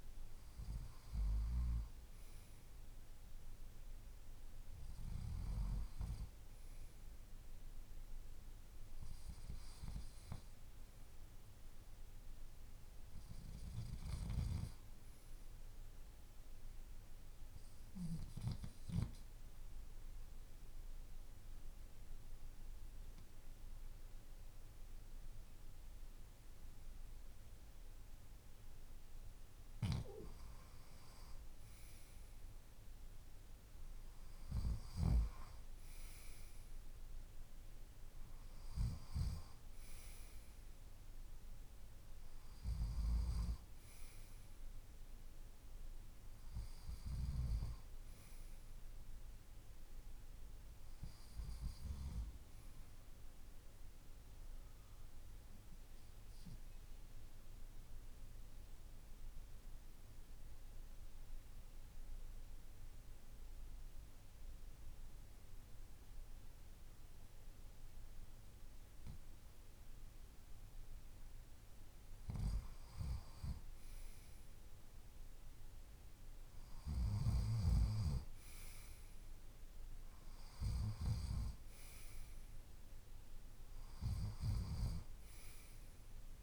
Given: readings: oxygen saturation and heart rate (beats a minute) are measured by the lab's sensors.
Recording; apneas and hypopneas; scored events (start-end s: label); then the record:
breathing in sleep by a room microphone; 2
18.50-29.50 s: obstructive apnea (oxygen 95% before, 93% lowest, heart rate 53 before, 49 extreme, up 6 after)
31.50-35.00 s: arousal
52.50-70.50 s: obstructive apnea (oxygen 94% before, 92% lowest, heart rate 53 before, 49 extreme, up 6 after)
73.00-77.00 s: arousal
From the record:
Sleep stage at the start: N2 (light sleep); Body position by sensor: on the left side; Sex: male